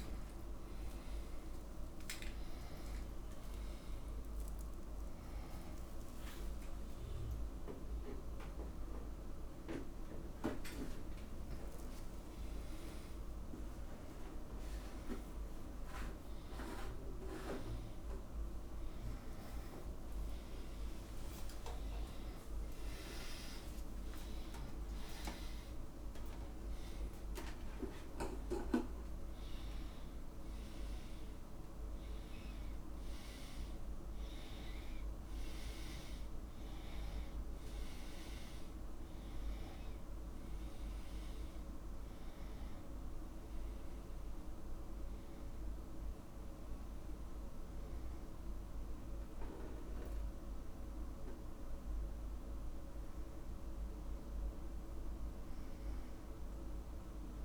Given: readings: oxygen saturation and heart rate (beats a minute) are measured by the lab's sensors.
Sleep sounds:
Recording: a person awake in a sleep study, by a room microphone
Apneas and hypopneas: none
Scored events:
0.00-7.00 s: tachycardia (device-marked, heart rate 128 extreme)
24.00-46.00 s: tachycardia (device-marked, heart rate 63 before, 188 extreme)
33.00-57.45 s: new sleep stage, N2 (light sleep)
34.00-42.00 s: oxygen desaturation (device-marked, oxygen 96% before, 93% lowest, heart rate 75 before, 50 extreme)
From the record:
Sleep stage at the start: awake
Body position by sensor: on the back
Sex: male

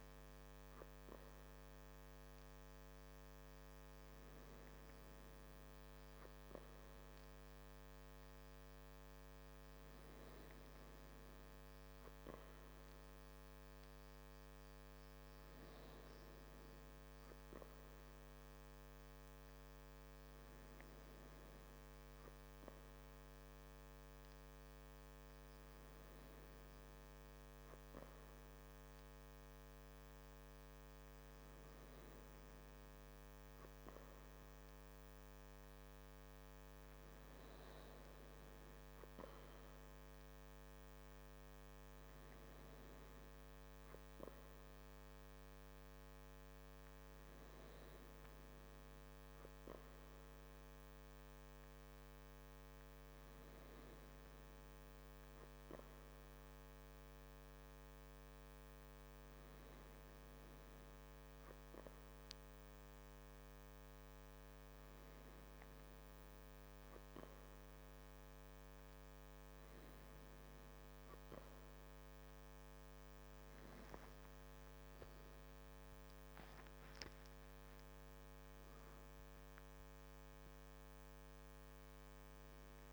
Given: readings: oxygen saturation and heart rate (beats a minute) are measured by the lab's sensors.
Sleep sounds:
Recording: breathing in sleep, hard to hear, by a microphone on the trachea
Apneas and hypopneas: none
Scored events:
58.50-82.92 s: new sleep stage, N2 (light sleep)
74.50-78.00 s: arousal
From the record:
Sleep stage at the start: N3 (deep sleep)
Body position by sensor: on the back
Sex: male

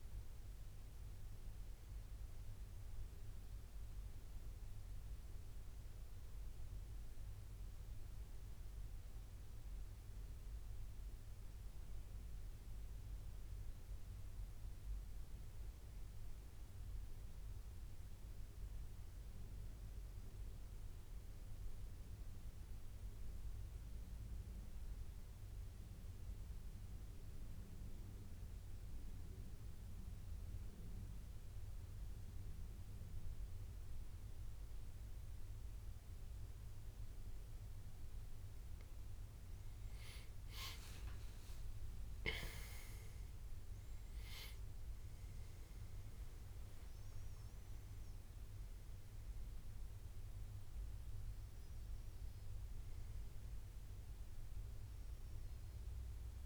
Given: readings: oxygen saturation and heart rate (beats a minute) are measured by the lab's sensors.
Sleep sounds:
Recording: breathing in sleep, hard to hear, by a room microphone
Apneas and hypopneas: 1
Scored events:
0.50-10.50 s: oxygen desaturation (device-marked, oxygen 94% before, 91% lowest, heart rate 75 before, 71 extreme)
14.00-16.50 s: arousal
21.00-38.50 s: central apnea (oxygen 95% before, 85% lowest, heart rate 74 before, 72 extreme, up 6 after)
40.50-44.00 s: arousal
46.50-56.46 s: oxygen desaturation (device-marked, oxygen 94% before, 85% lowest, heart rate 75 before, 64 extreme)
From the record:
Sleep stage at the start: N2 (light sleep)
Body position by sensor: on the back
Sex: male

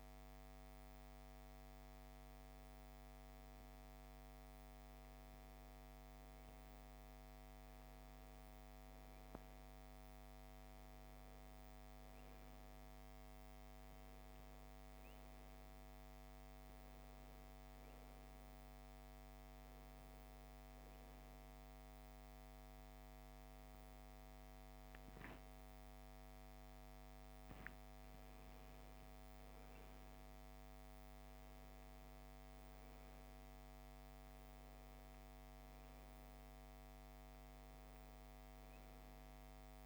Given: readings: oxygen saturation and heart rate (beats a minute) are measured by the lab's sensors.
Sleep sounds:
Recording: breathing in sleep, hard to hear, by a microphone on the trachea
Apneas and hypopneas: none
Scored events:
none scored
From the record:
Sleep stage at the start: N1 (lightest sleep)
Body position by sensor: on the right side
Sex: female

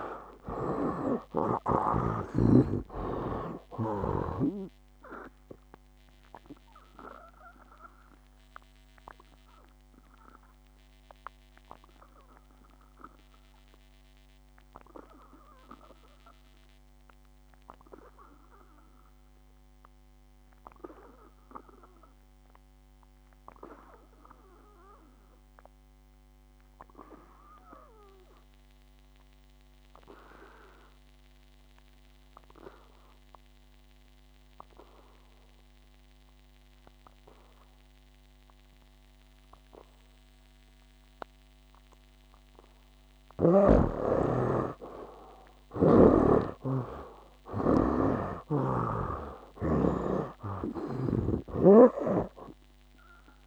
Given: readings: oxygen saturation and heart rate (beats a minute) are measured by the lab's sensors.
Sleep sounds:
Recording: breathing in sleep by a microphone on the trachea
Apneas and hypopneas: 1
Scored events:
0.00-2.50 s: arousal
0.00-2.50 s: snoring (device-marked)
0.00-28.00 s: oxygen desaturation (device-marked, oxygen 68% lowest, heart rate 60 extreme)
5.00-43.00 s: obstructive apnea (oxygen 97% before, 68% lowest, heart rate 66 before, 58 extreme, up 13 after)
42.00-53.47 s: oxygen desaturation (device-marked, oxygen 98% before, 73% lowest, heart rate 61 before, 56 extreme)
44.50-48.00 s: arousal
From the record:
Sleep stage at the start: N2 (light sleep)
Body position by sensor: on the back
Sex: male

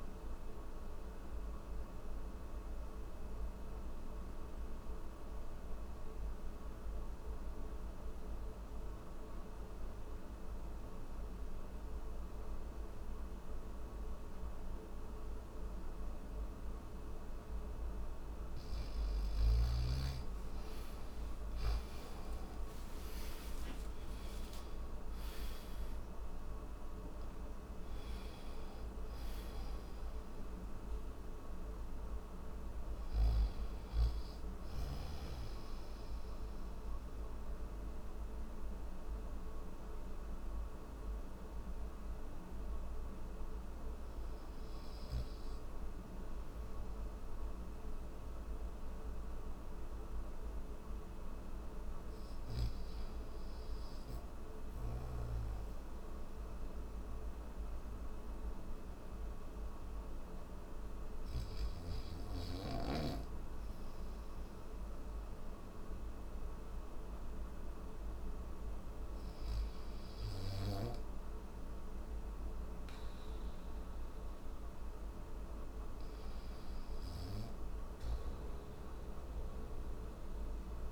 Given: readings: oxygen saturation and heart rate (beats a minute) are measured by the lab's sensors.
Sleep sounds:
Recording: breathing in sleep, hard to hear, by a room microphone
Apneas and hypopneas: none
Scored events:
none scored
From the record:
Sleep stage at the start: N1 (lightest sleep)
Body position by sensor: on the back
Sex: male

